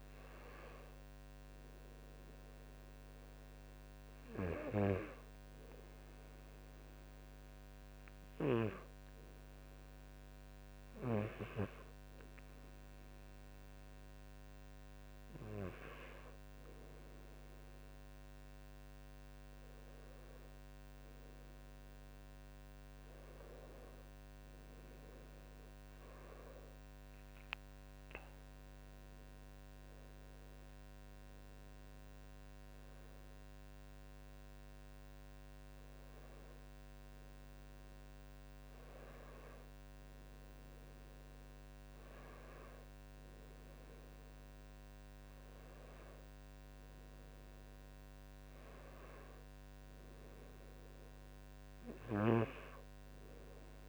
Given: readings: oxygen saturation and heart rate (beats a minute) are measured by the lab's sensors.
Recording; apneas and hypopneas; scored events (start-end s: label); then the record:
breathing in sleep by a microphone on the trachea; none
41.00-53.89 s: new sleep stage, N2 (light sleep)
From the record:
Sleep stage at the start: N1 (lightest sleep); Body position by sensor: on the back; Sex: male